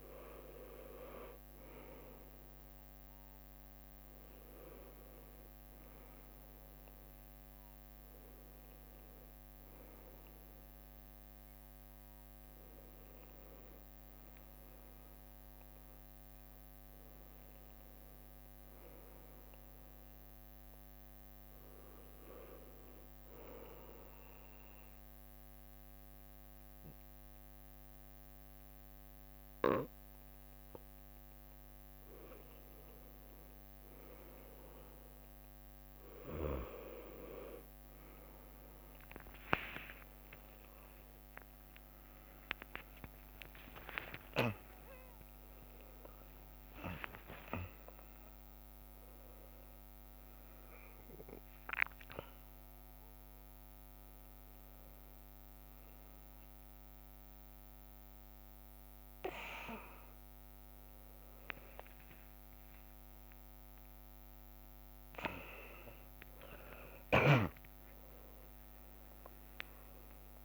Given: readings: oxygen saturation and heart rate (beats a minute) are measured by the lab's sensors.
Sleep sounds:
breathing in sleep by a microphone on the trachea; 1
0.00-6.50 s: leg movement (device-marked)
0.00-13.50 s: drop in pulse transit time (device-marked, heart rate 64 extreme)
9.00-11.50 s: leg movement (device-marked)
12.00-20.50 s: leg movement (device-marked)
16.50-20.50 s: arousal
22.00-29.00 s: leg movement (device-marked)
24.00-34.00 s: mixed apnea (oxygen 97% before, 94% lowest, heart rate 68 before, 62 extreme, up 36 after)
31.50-35.50 s: leg movement (device-marked)
39.50-41.50 s: long interval between heartbeats (device-marked, heart rate 65 before, 77 extreme)
39.50-46.50 s: tachycardia (device-marked, heart rate 66 before, 136 extreme)
40.50-47.00 s: arousal
42.00-44.00 s: long interval between heartbeats (device-marked, heart rate 66 before, 98 extreme)
44.50-46.50 s: long interval between heartbeats (device-marked, heart rate 73 before, 126 extreme)
52.50-57.50 s: leg movement (device-marked)
61.50-63.00 s: leg movement (device-marked)
64.50-70.45 s: drop in pulse transit time (device-marked, heart rate 87 before, 64 extreme)
66.00-68.00 s: long interval between heartbeats (device-marked, heart rate 84 before, 74 extreme)
66.50-69.00 s: leg movement (device-marked)
66.50-70.45 s: arousal
From the record:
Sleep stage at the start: N1 (lightest sleep); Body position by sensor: on the right side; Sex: male

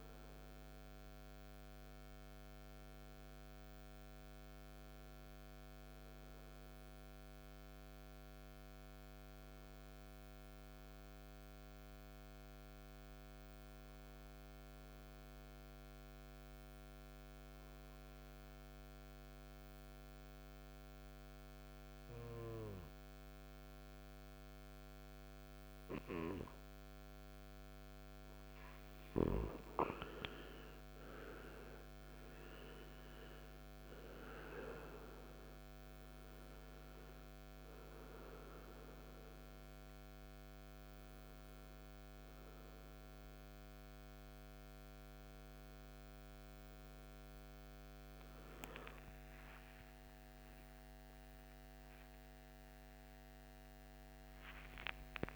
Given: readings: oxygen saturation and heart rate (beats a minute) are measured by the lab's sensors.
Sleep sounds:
breathing in sleep by a microphone on the trachea; 1
0.00-12.00 s: oxygen desaturation (device-marked, oxygen 90% lowest, heart rate 52 extreme)
4.00-25.00 s: hypopnea (oxygen 98% before, 90% lowest, heart rate 68 before, 52 extreme, up 17 after)
26.50-29.50 s: arousal
31.00-55.36 s: new sleep stage, N1 (lightest sleep)
32.00-54.00 s: oxygen desaturation (device-marked, oxygen 98% before, 92% lowest, heart rate 55 before, 55 extreme)
From the record:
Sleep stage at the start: N2 (light sleep); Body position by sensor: on the right side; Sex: male

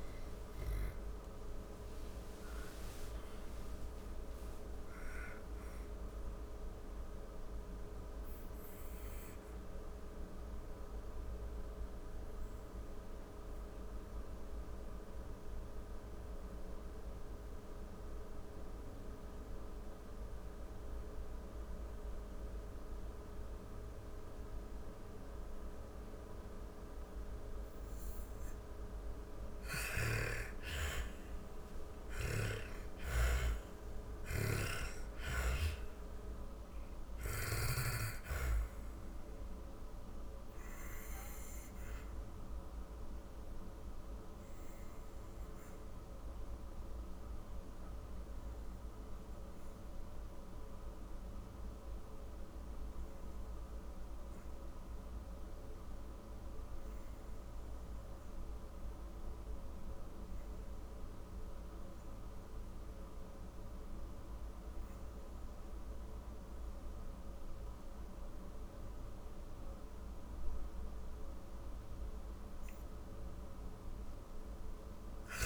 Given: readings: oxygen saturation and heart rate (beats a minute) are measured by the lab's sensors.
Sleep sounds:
breathing in sleep by a room microphone; 2
0.00-2.00 s: arousal
0.00-3.00 s: oxygen desaturation (device-marked, oxygen 77% lowest, heart rate 47 extreme)
4.50-25.50 s: obstructive apnea (oxygen 98% before, 84% lowest, heart rate 73 before, 47 extreme)
26.00-48.00 s: oxygen desaturation (device-marked, oxygen 98% before, 84% lowest, heart rate 58 before, 43 extreme)
28.00-31.50 s: snoring (device-marked)
28.00-32.00 s: arousal
38.50-71.00 s: obstructive apnea (oxygen 99% before, 83% lowest, heart rate 83 before, 43 extreme)
68.00-75.45 s: oxygen desaturation (device-marked, oxygen 98% before, 83% lowest, heart rate 49 before, 39 extreme)
74.00-75.45 s: arousal
From the record:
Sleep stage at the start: N2 (light sleep); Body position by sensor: on the back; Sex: female

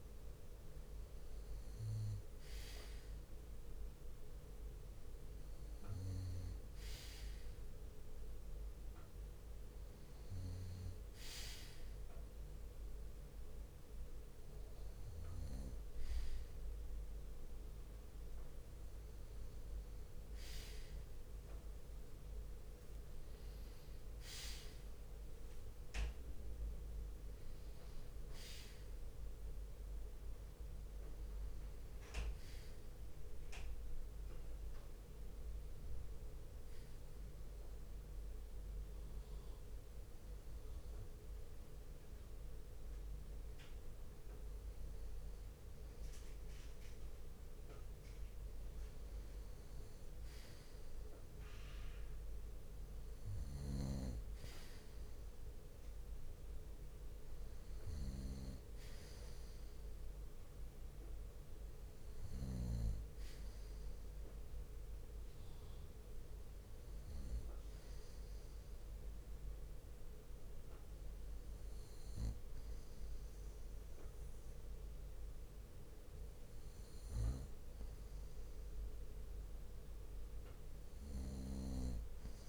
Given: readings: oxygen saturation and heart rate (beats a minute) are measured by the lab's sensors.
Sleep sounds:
breathing in sleep, hard to hear, by a room microphone; none
0.50-7.50 s: bradycardia (device-marked, heart rate 67 before, 50 extreme)
20.50-25.50 s: arousal
58.50-60.50 s: bradycardia (device-marked, heart rate 66 before, 63 extreme)
68.50-70.50 s: bradycardia (device-marked, heart rate 66 before, 62 extreme)
71.50-73.50 s: bradycardia (device-marked, heart rate 66 before, 58 extreme)
80.50-82.49 s: bradycardia (device-marked, heart rate 66 before, 61 extreme)
From the record:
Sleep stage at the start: N2 (light sleep); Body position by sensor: on the back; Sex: male

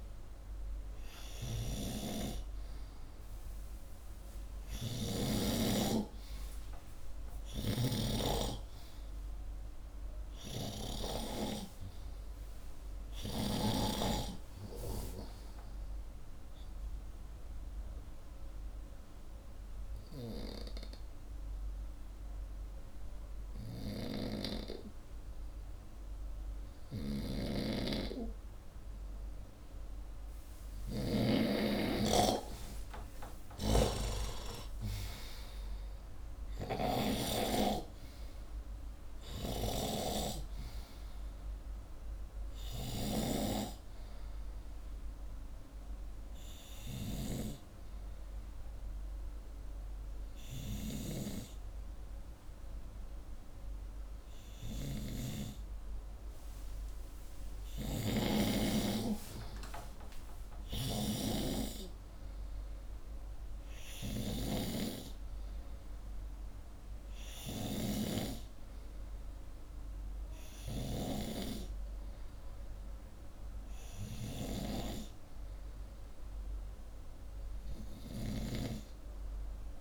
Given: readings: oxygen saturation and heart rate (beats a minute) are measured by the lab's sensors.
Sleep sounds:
breathing in sleep by a room microphone; 1
4.50-13.50 s: snoring (device-marked)
16.50-30.00 s: hypopnea (oxygen 96% before, 91% lowest, heart rate 69 before, 63 extreme, up 37 after)
27.00-31.00 s: snoring (device-marked)
31.50-35.00 s: arousal
37.50-60.50 s: oxygen desaturation (device-marked, oxygen 96% before, 91% lowest, heart rate 77 before, 62 extreme)
From the record:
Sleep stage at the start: N2 (light sleep); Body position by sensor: upright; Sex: male

